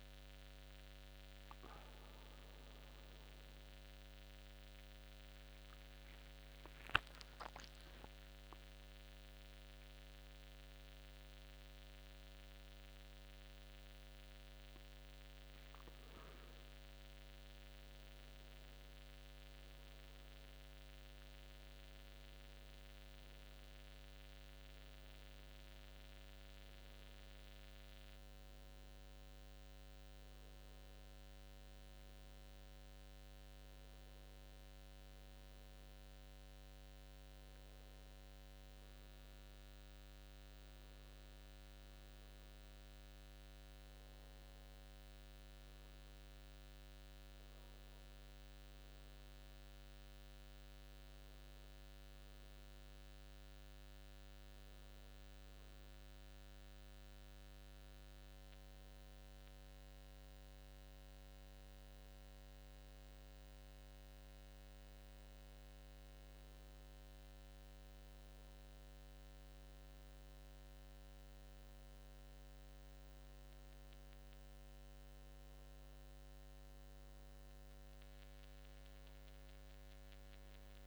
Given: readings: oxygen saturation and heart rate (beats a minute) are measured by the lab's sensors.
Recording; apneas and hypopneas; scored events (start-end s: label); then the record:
breathing in sleep, hard to hear, by a microphone on the trachea; none
3.50-6.50 s: arousal
From the record:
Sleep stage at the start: N2 (light sleep); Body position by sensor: on the back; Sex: male